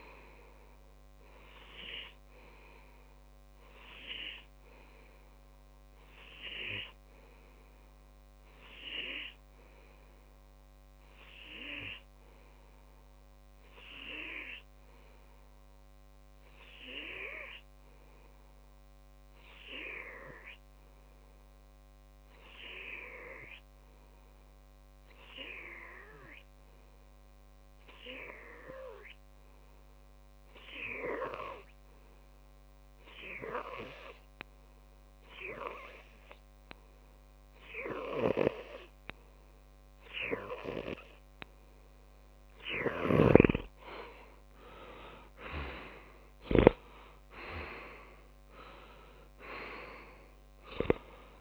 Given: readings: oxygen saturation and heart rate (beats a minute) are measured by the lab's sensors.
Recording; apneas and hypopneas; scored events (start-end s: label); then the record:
breathing in sleep by a microphone on the trachea; 1
2.00-42.50 s: obstructive apnea (oxygen 96% before, 93% lowest)
31.00-51.41 s: oxygen desaturation (device-marked, oxygen 99% before, 93% lowest)
44.50-48.00 s: arousal
From the record:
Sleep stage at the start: N2 (light sleep); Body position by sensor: on the left side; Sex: male